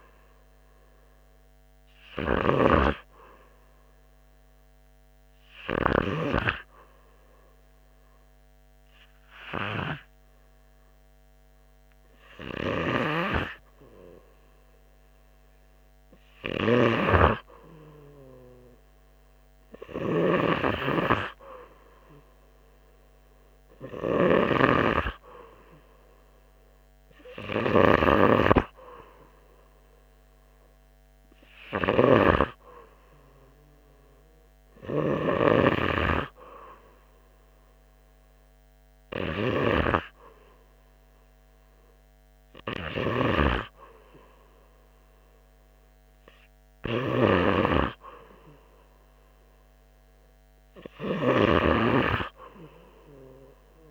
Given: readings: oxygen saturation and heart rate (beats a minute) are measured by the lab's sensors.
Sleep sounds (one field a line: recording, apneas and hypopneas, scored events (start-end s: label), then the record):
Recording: breathing in sleep by a microphone on the trachea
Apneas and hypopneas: none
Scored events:
18.50-22.50 s: arousal
24.00-40.00 s: oxygen desaturation (device-marked, oxygen 97% before, 91% lowest, heart rate 85 before, 84 extreme)
43.50-48.00 s: snoring (device-marked)
48.00-51.50 s: arousal
From the record:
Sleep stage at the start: N2 (light sleep)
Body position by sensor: on the right side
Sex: male